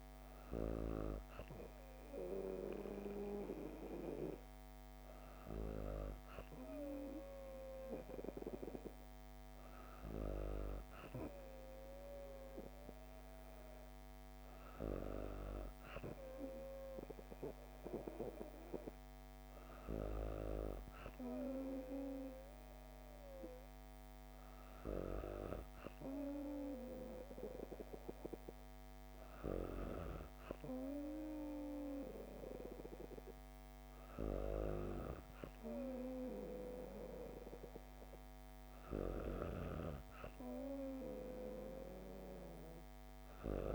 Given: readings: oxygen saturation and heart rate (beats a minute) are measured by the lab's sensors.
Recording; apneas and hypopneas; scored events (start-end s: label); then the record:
breathing in sleep by a microphone on the trachea; none
none scored
From the record:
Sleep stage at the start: N2 (light sleep); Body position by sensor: on the back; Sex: female